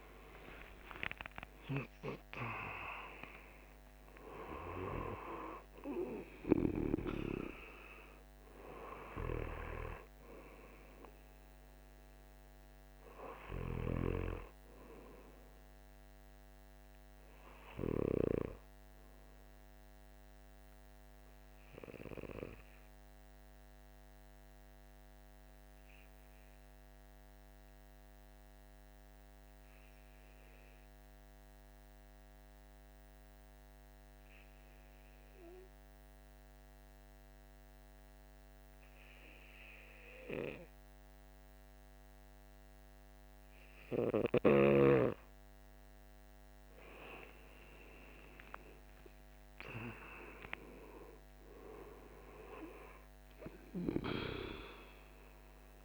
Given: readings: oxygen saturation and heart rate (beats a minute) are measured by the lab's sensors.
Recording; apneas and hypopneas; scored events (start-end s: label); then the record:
breathing in sleep by a microphone on the trachea; 1
0.00-26.00 s: oxygen desaturation (device-marked, oxygen 83% lowest, heart rate 48 extreme)
25.50-43.50 s: hypopnea (oxygen 92% before, 90% lowest, heart rate 51 before, 48 extreme, up 8 after)
45.50-49.50 s: arousal
48.00-55.85 s: oxygen desaturation (device-marked, oxygen 98% before, 90% lowest, heart rate 50 before, 47 extreme)
From the record:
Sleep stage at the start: N2 (light sleep); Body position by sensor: on the back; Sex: male